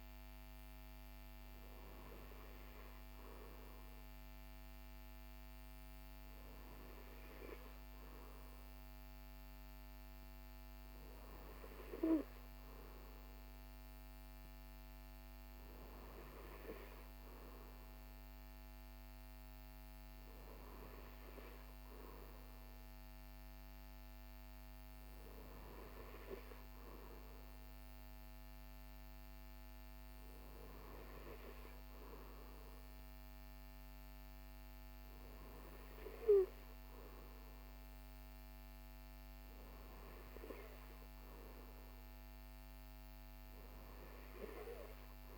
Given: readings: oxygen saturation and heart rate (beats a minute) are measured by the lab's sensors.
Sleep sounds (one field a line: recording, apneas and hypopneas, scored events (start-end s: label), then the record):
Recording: breathing in sleep by a microphone on the trachea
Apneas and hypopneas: none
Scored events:
none scored
From the record:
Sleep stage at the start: N2 (light sleep)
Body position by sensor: on the right side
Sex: male